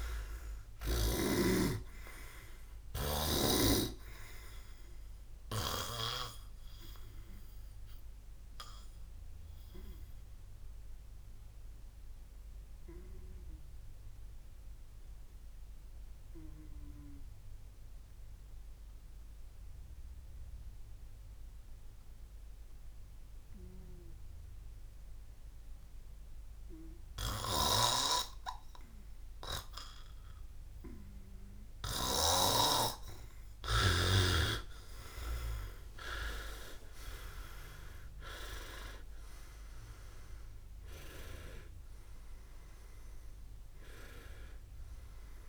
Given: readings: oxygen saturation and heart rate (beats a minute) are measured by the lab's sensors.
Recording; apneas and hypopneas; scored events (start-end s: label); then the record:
breathing in sleep by a room microphone; 1
0.00-1.50 s: arousal
2.00-17.00 s: oxygen desaturation (device-marked, oxygen 98% before, 91% lowest, heart rate 65 before, 58 extreme)
5.00-33.50 s: obstructive apnea (oxygen 98% before, 89% lowest, heart rate 70 before, 58 extreme)
19.00-32.00 s: oxygen desaturation (device-marked, oxygen 92% before, 89% lowest, heart rate 82 before, 68 extreme)
27.50-34.00 s: snoring (device-marked)
35.00-38.50 s: arousal
39.00-45.49 s: oxygen desaturation (device-marked, oxygen 98% before, 90% lowest, heart rate 81 before, 50 extreme)
From the record:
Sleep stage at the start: N2 (light sleep); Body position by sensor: on the back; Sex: male